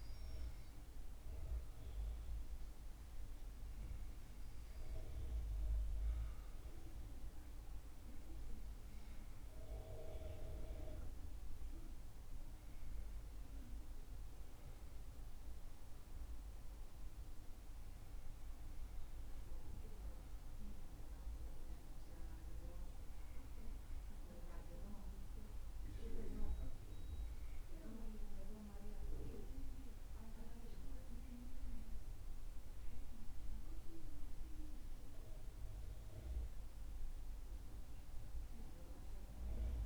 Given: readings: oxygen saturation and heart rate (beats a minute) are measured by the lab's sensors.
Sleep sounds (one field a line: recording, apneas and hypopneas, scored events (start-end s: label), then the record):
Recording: breathing in sleep by a room microphone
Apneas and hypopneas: none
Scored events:
none scored
From the record:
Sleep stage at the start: N2 (light sleep)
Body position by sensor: on the back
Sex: male